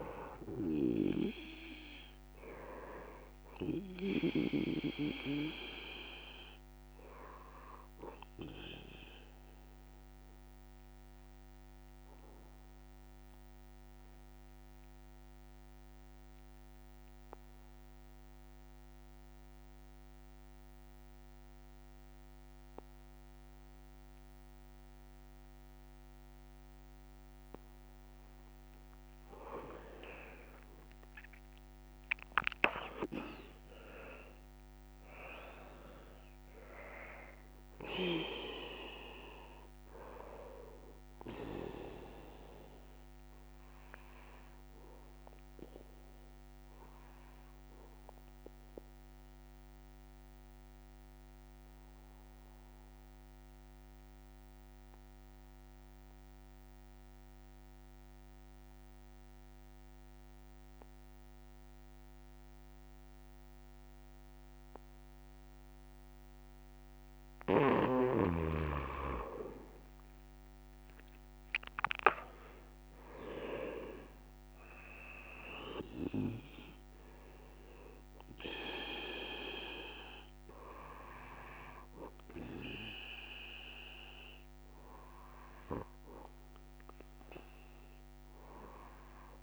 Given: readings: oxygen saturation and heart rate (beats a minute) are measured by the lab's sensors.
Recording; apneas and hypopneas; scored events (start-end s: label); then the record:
breathing in sleep by a microphone on the trachea; 2
0.50-4.50 s: snoring (device-marked)
9.00-27.50 s: obstructive apnea (oxygen 98% before, 94% lowest)
45.00-67.50 s: obstructive apnea (oxygen 99% before, 94% lowest, heart rate 42 before, 56 extreme, up 15 after)
48.00-56.00 s: oxygen desaturation (device-marked, oxygen 98% before, 94% lowest, heart rate 37 before, 56 extreme)
74.00-89.43 s: oxygen desaturation (device-marked, oxygen 100% before, 94% lowest, heart rate 102 before, 57 extreme)
From the record:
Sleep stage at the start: N3 (deep sleep); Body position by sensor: on the back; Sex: male